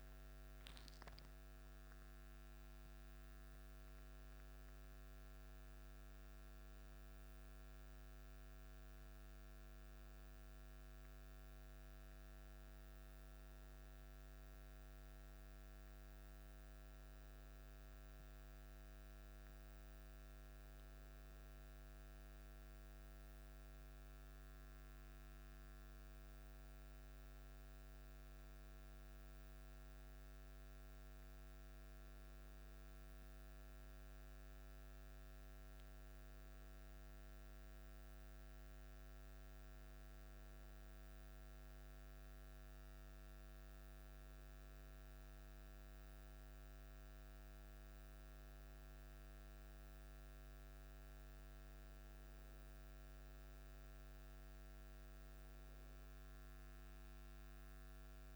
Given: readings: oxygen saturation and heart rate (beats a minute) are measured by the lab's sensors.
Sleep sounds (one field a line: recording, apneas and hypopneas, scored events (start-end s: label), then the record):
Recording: breathing in sleep, hard to hear, by a microphone on the trachea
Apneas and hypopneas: none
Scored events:
none scored
From the record:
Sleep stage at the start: N1 (lightest sleep)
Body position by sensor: on the back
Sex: male